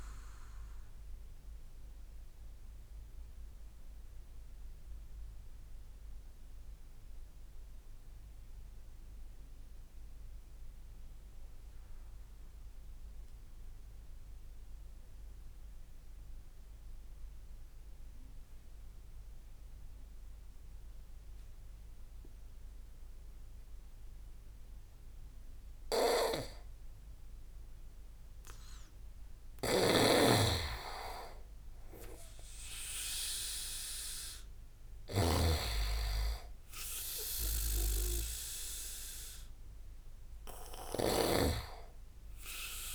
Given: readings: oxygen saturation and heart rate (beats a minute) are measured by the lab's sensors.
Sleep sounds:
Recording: breathing in sleep by a room microphone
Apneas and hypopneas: 1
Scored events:
0.00-10.00 s: oxygen desaturation (device-marked, oxygen 85% lowest)
0.50-28.50 s: mixed apnea (oxygen 95% before, 85% lowest)
29.00-42.95 s: oxygen desaturation (device-marked, oxygen 97% before, 87% lowest)
30.00-41.50 s: snoring (device-marked)
31.00-35.50 s: arousal
From the record:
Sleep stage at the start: N2 (light sleep)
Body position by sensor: on the back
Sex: male

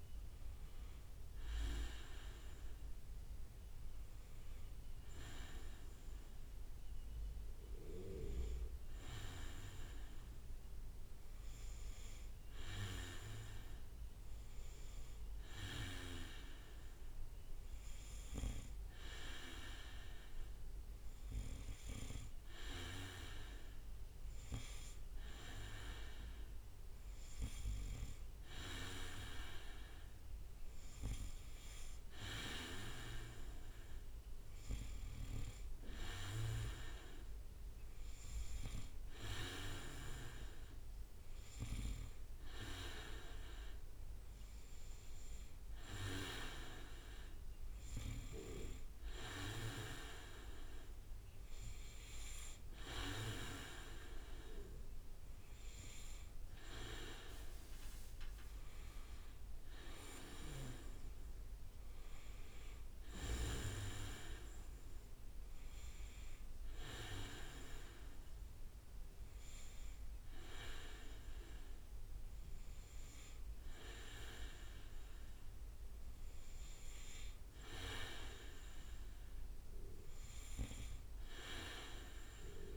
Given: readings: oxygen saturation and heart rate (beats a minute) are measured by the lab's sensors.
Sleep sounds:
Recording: breathing in sleep by a room microphone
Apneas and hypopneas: none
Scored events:
57.50-60.50 s: leg movement (device-marked)
From the record:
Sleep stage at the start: N2 (light sleep)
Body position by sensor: on the back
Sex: male

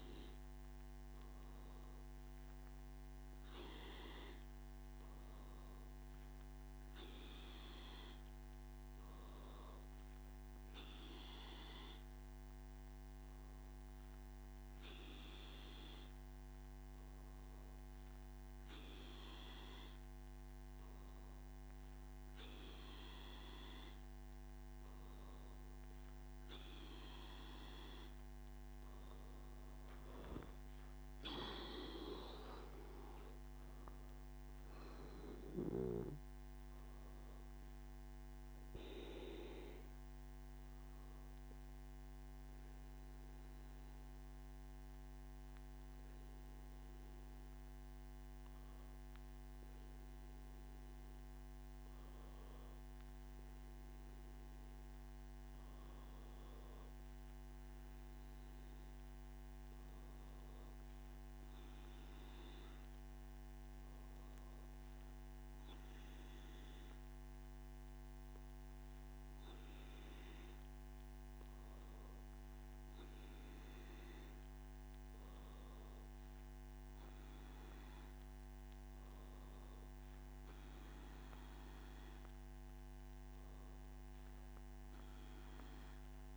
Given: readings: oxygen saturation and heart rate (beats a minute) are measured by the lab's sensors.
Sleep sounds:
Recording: breathing in sleep by a microphone on the trachea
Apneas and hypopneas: none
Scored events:
none scored
From the record:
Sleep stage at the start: N2 (light sleep)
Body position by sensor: on the back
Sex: male

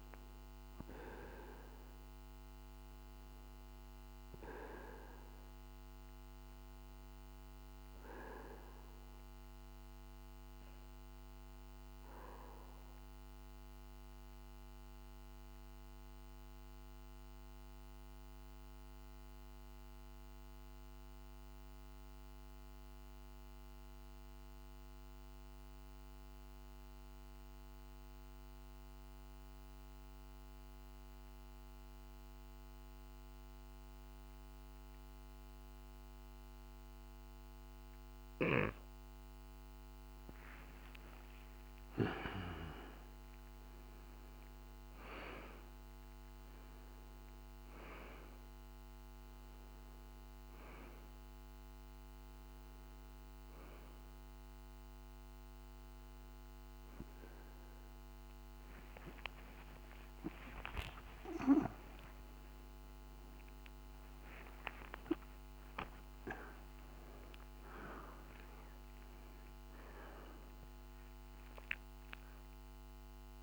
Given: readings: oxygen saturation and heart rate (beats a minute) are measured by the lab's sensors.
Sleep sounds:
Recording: a person partly awake in a sleep study, by a microphone on the trachea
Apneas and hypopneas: 1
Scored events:
10.50-38.50 s: mixed apnea (oxygen 93% before, 92% lowest, heart rate 52 before, 47 extreme, up 9 after)
38.00-64.00 s: oxygen desaturation (device-marked, oxygen 97% before, 93% lowest, heart rate 48 before, 50 extreme)
53.00-73.42 s: new sleep stage, awake
From the record:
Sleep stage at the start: REM sleep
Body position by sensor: on the back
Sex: male

